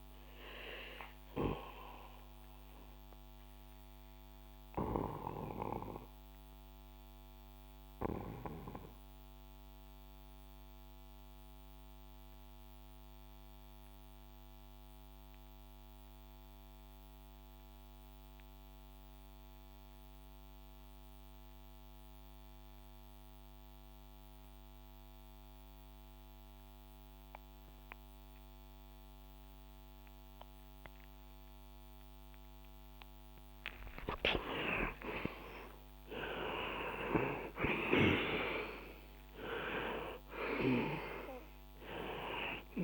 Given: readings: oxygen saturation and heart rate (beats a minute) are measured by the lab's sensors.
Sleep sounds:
breathing in sleep by a microphone on the trachea; 1
0.00-18.50 s: oxygen desaturation (device-marked, oxygen 87% lowest, heart rate 58 extreme)
3.00-32.00 s: obstructive apnea (oxygen 99% before, 84% lowest, heart rate 65 before, 58 extreme, up 13 after)
34.50-39.00 s: arousal
38.50-42.84 s: oxygen desaturation (device-marked, oxygen 94% before, 84% lowest, heart rate 61 before, 58 extreme)
From the record:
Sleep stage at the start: REM sleep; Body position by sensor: on the back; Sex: male

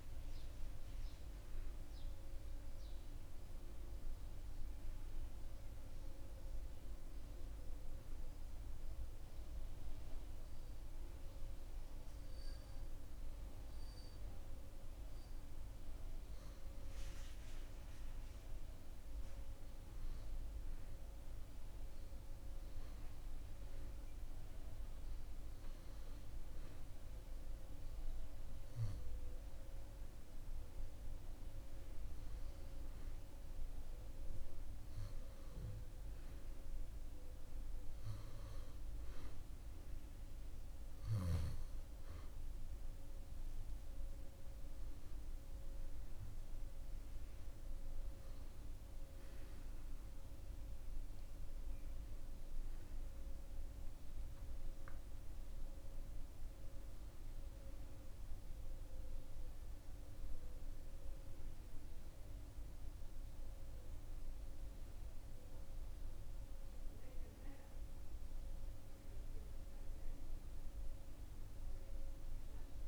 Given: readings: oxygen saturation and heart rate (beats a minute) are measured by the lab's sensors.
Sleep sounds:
breathing in sleep, hard to hear, by a room microphone; none
68.00-72.00 s: arousal
From the record:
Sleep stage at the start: N2 (light sleep); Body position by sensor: on the back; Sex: male

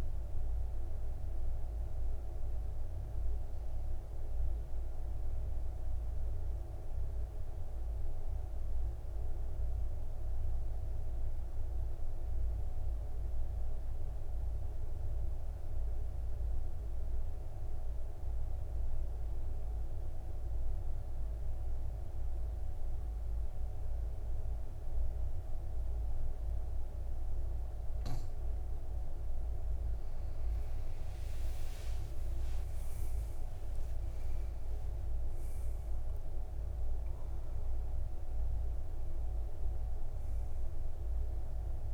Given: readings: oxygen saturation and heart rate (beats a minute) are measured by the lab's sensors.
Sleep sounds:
breathing in sleep, hard to hear, by a room microphone; 1
0.00-16.00 s: oxygen desaturation (device-marked, oxygen 88% lowest, heart rate 54 extreme)
10.50-29.00 s: obstructive apnea (oxygen 98% before, 89% lowest, heart rate 68 before, 50 extreme, up 16 after)
31.50-36.50 s: arousal
33.00-41.94 s: oxygen desaturation (device-marked, oxygen 98% before, 90% lowest, heart rate 59 before, 50 extreme)
From the record:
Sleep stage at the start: N2 (light sleep); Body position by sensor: on the back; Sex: male

